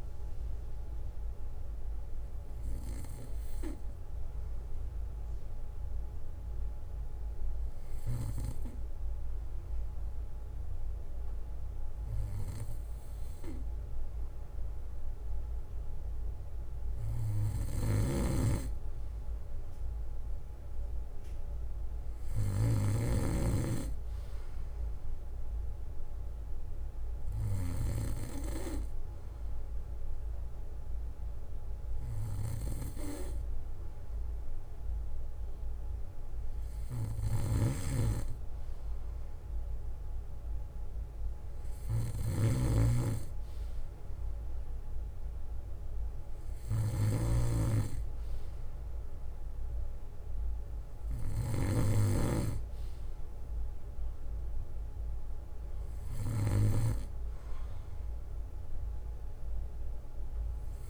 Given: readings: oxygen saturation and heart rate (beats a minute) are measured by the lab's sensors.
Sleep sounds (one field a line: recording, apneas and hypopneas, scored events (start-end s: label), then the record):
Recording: breathing in sleep by a room microphone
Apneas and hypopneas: 1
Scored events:
1.00-13.00 s: hypopnea (oxygen 96% before, 94% lowest, heart rate 59 before, 55 extreme, up 3 after)
12.00-29.00 s: bradycardia (device-marked, heart rate 60 before, 55 extreme)
15.00-19.00 s: arousal
18.00-23.50 s: snoring (device-marked)
37.50-52.00 s: snoring (device-marked)
41.00-44.00 s: bradycardia (device-marked, heart rate 60 before, 59 extreme)
45.00-48.00 s: bradycardia (device-marked, heart rate 60 before, 59 extreme)
50.00-52.00 s: bradycardia (device-marked, heart rate 60 before, 59 extreme)
From the record:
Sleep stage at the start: N2 (light sleep)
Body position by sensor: on the back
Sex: male